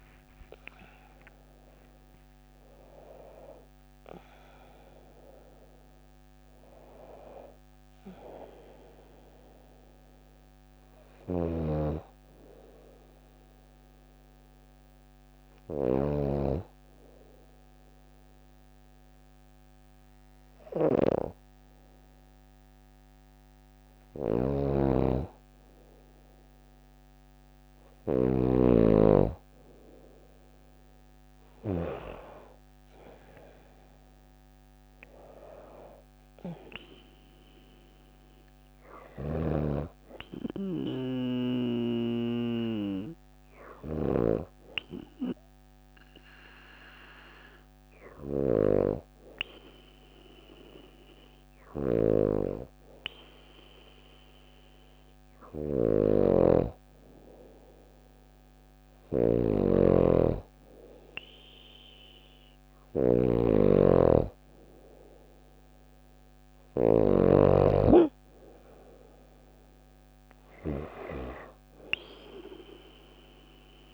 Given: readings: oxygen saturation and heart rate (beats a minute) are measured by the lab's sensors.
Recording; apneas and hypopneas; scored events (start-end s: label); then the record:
breathing in sleep by a microphone on the trachea; 1
0.00-4.00 s: arousal
10.00-27.50 s: snoring (device-marked)
13.50-25.00 s: hypopnea (oxygen 96% before, 94% lowest, heart rate 55 before, 51 extreme, up 3 after)
27.00-32.50 s: arousal
43.00-66.00 s: snoring (device-marked)
From the record:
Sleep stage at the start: N2 (light sleep); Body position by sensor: on the back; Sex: female